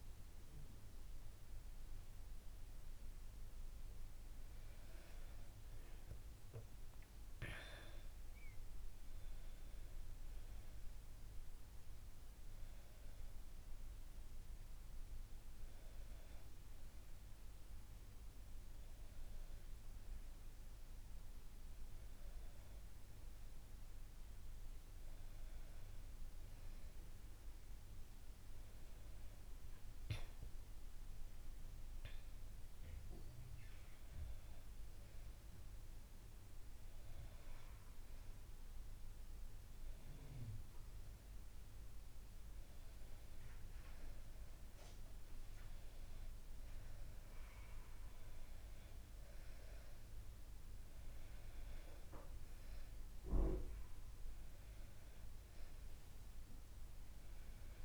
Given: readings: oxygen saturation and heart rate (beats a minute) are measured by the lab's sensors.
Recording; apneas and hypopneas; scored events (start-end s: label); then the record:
breathing in sleep, hard to hear, by a room microphone; none
none scored
From the record:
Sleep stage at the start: N1 (lightest sleep); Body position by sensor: on the back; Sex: female